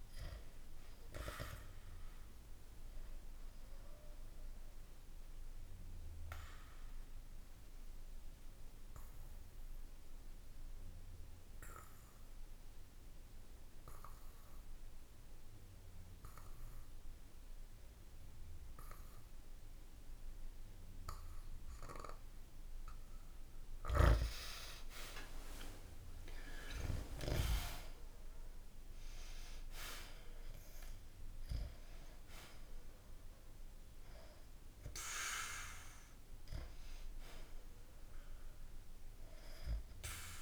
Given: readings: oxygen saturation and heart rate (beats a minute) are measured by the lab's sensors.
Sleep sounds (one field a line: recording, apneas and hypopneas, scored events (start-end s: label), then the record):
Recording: breathing in sleep by a room microphone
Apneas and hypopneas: 1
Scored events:
0.00-7.00 s: oxygen desaturation (device-marked, oxygen 92% lowest, heart rate 65 extreme)
4.00-23.50 s: obstructive apnea (oxygen 98% before, 91% lowest, heart rate 66 before, 65 extreme, up 0 after)
25.00-29.50 s: arousal
37.00-40.42 s: oxygen desaturation (device-marked, oxygen 99% before, 93% lowest, heart rate 65 before, 64 extreme)
From the record:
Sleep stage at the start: N2 (light sleep)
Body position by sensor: on the back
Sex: male